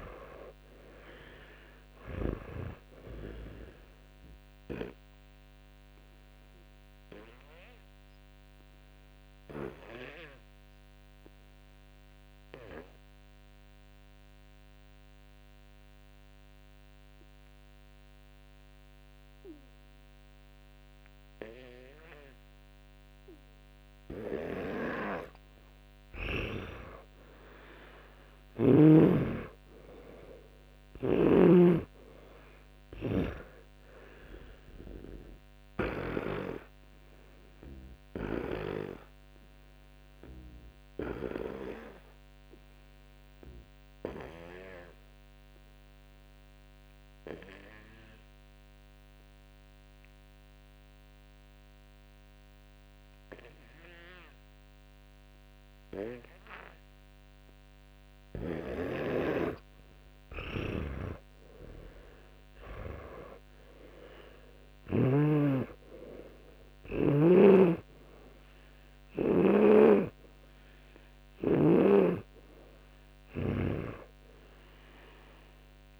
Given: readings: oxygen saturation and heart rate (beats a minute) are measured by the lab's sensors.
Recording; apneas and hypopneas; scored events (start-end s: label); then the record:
breathing in sleep by a microphone on the trachea; 2
0.00-2.00 s: arousal
0.00-2.50 s: snoring (device-marked)
5.50-15.50 s: oxygen desaturation (device-marked, oxygen 98% before, 95% lowest, heart rate 67 before, 57 extreme)
5.50-25.50 s: obstructive apnea (oxygen 100% before, 91% lowest, heart rate 67 before, 54 extreme)
21.50-31.50 s: oxygen desaturation (device-marked, oxygen 96% before, 92% lowest, heart rate 79 before, 49 extreme)
28.00-32.00 s: arousal
33.50-47.50 s: oxygen desaturation (device-marked, oxygen 98% before, 93% lowest, heart rate 85 before, 48 extreme)
36.50-59.00 s: obstructive apnea (oxygen 98% before, 91% lowest, heart rate 93 before, 48 extreme)
54.50-61.50 s: oxygen desaturation (device-marked, oxygen 94% before, 91% lowest, heart rate 71 before, 49 extreme)
59.00-65.00 s: snoring (device-marked)
63.00-67.50 s: arousal
67.00-76.00 s: snoring (device-marked)
68.50-76.00 s: oxygen desaturation (device-marked, oxygen 98% before, 92% lowest, heart rate 73 before, 29 extreme)
From the record:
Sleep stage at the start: N2 (light sleep); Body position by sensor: on the back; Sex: male